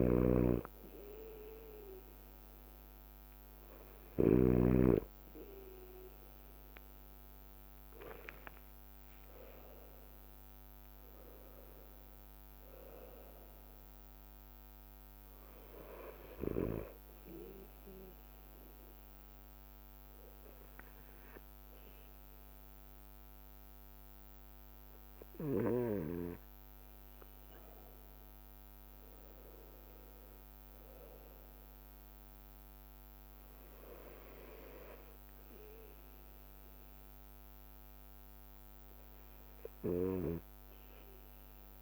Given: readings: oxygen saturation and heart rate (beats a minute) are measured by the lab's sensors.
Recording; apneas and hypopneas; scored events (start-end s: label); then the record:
breathing in sleep by a microphone on the trachea; 1
0.00-5.00 s: bradycardia (device-marked, heart rate 54 extreme)
0.00-5.00 s: snoring (device-marked)
8.00-11.50 s: arousal
9.00-11.00 s: long interval between heartbeats (device-marked, heart rate 58 before, 68 extreme)
12.00-20.00 s: drop in pulse transit time (device-marked, heart rate 60 before, 55 extreme)
14.00-41.82 s: bradycardia (device-marked, heart rate 58 before, 54 extreme)
17.00-31.50 s: hypopnea (oxygen 95% before, 94% lowest, heart rate 62 before, 54 extreme, up 3 after)
35.00-41.82 s: new sleep stage, awake
From the record:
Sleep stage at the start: N2 (light sleep); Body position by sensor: on the right side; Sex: male